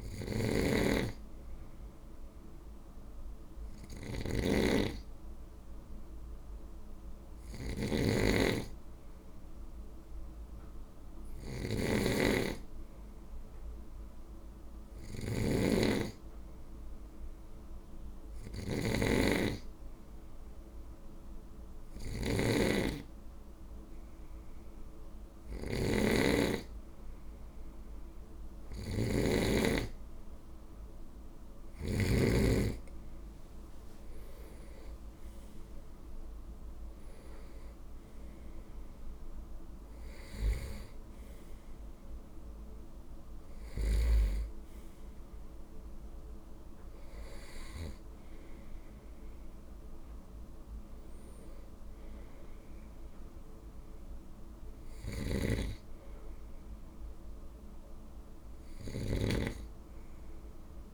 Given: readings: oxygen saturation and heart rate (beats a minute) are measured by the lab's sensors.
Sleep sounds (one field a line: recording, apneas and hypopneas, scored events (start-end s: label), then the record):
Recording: breathing in sleep by a room microphone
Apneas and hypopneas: 1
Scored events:
0.00-29.00 s: snoring (device-marked)
8.00-11.50 s: arousal
17.00-27.50 s: hypopnea (oxygen 96% before, 95% lowest, heart rate 51 before, 52 extreme, up 5 after)
33.00-35.50 s: arousal
54.50-60.94 s: snoring (device-marked)
From the record:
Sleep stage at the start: N2 (light sleep)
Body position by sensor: on the right side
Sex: male